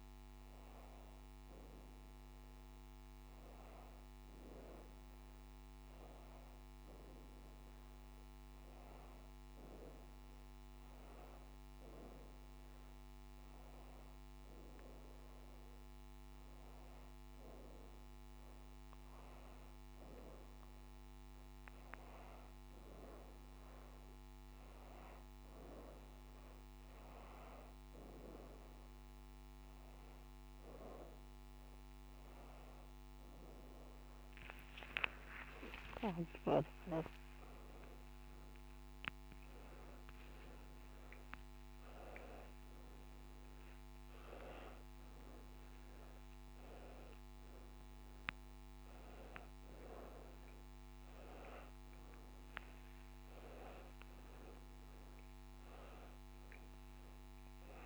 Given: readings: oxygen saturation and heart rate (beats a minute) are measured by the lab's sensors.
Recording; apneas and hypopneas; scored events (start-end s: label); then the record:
a person awake in a sleep study, by a microphone on the trachea; none
none scored
From the record:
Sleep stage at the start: awake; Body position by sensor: on the back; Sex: female